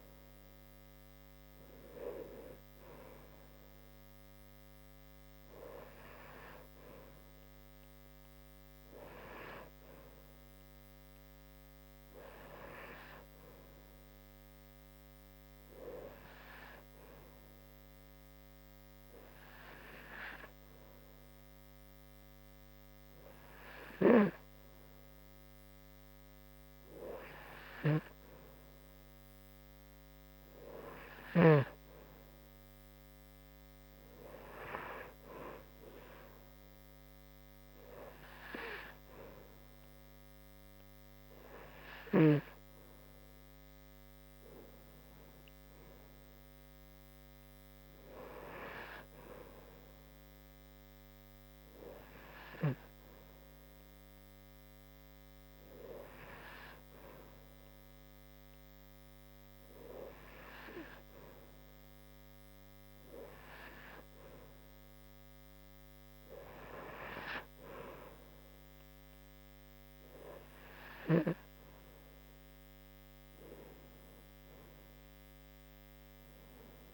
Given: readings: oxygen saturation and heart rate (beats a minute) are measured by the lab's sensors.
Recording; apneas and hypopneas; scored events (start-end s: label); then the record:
breathing in sleep by a microphone on the trachea; 2
16.50-28.50 s: obstructive apnea (oxygen 95% before, 93% lowest, heart rate 78 before, 76 extreme, up 1 after)
44.50-47.50 s: arousal
50.50-64.00 s: hypopnea (oxygen 96% before, 94% lowest, heart rate 78 before, 73 extreme, up 4 after)
66.00-69.00 s: arousal
From the record:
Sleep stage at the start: N2 (light sleep); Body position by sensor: on the back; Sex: female